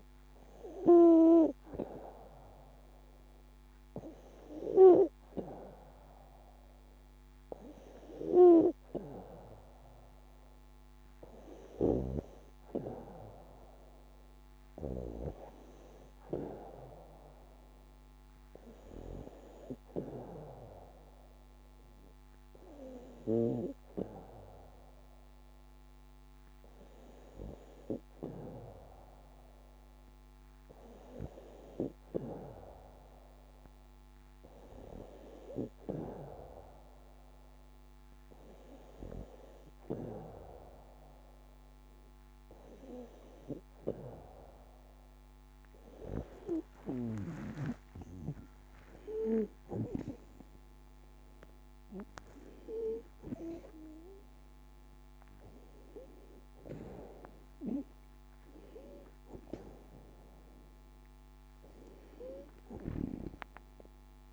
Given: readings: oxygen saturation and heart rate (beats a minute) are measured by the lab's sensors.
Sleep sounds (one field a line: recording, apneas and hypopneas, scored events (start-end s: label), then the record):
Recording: a person partly awake in a sleep study, by a microphone on the trachea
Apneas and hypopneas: none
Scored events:
34.00-64.00 s: new sleep stage, awake
64.00-64.33 s: new sleep stage, N2 (light sleep)
From the record:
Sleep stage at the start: N2 (light sleep)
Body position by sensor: on the back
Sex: female